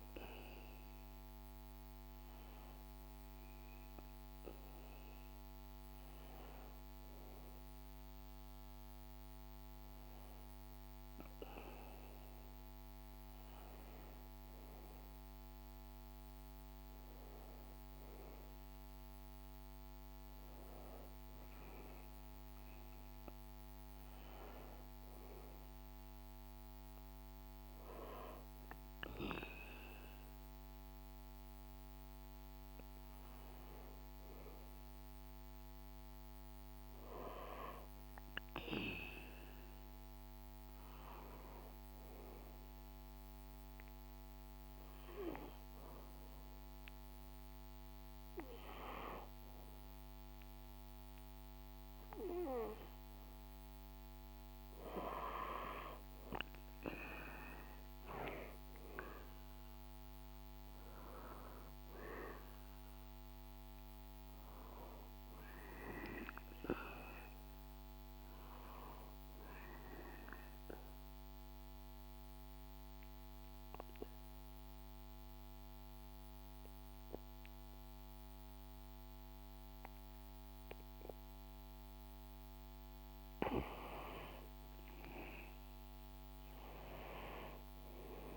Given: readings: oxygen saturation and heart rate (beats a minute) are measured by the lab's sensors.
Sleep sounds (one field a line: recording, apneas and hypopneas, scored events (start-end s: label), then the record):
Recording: breathing in sleep by a microphone on the trachea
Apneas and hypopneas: 2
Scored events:
30.00-35.50 s: arousal
42.00-55.00 s: hypopnea (oxygen 96% before, 92% lowest, heart rate 70 before, 67 extreme, up 4 after)
56.50-60.00 s: arousal
70.00-82.00 s: obstructive apnea (oxygen 95% before, 92% lowest, heart rate 71 before, 63 extreme, up 3 after)
85.00-88.00 s: arousal
From the record:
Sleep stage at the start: N2 (light sleep)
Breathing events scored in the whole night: 440 in 6.9 hours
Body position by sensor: on the back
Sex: male